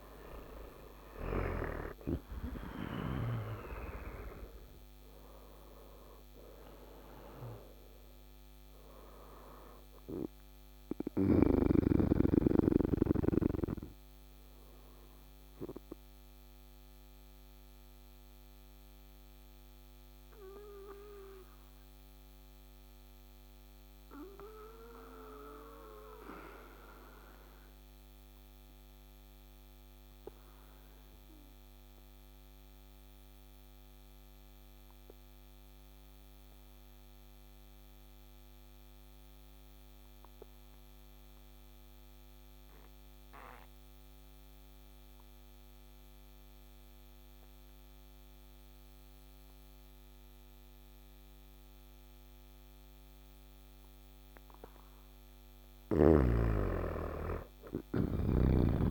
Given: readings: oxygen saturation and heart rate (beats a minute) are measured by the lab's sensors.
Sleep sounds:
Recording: breathing in sleep by a microphone on the trachea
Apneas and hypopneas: 1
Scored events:
0.00-2.50 s: snoring (device-marked)
0.00-3.00 s: arousal
0.00-11.50 s: oxygen desaturation (device-marked, oxygen 93% lowest, heart rate 53 extreme)
15.50-54.50 s: mixed apnea (oxygen 98% before, 89% lowest, heart rate 64 before, 53 extreme, up 10 after)
47.50-58.91 s: oxygen desaturation (device-marked, oxygen 99% before, 89% lowest, heart rate 55 before, 55 extreme)
57.00-58.91 s: arousal
From the record:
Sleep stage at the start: N2 (light sleep)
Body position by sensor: on the back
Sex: male

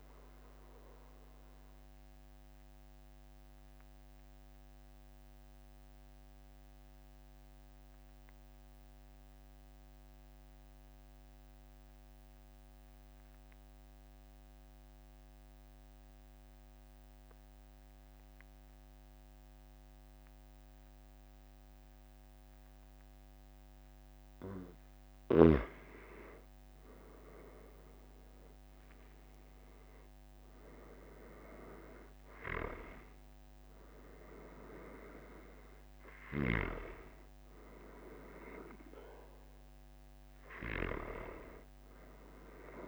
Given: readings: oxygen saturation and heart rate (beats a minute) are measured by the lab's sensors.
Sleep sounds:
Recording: breathing in sleep by a microphone on the trachea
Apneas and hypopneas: 1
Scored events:
1.00-26.50 s: obstructive apnea (oxygen 97% before, 92% lowest, heart rate 50 before, 43 extreme, up 5 after)
29.00-33.50 s: arousal
31.00-42.88 s: oxygen desaturation (device-marked, oxygen 97% before, 92% lowest, heart rate 44 before, 43 extreme)
From the record:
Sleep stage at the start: N2 (light sleep)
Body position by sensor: on the back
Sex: male

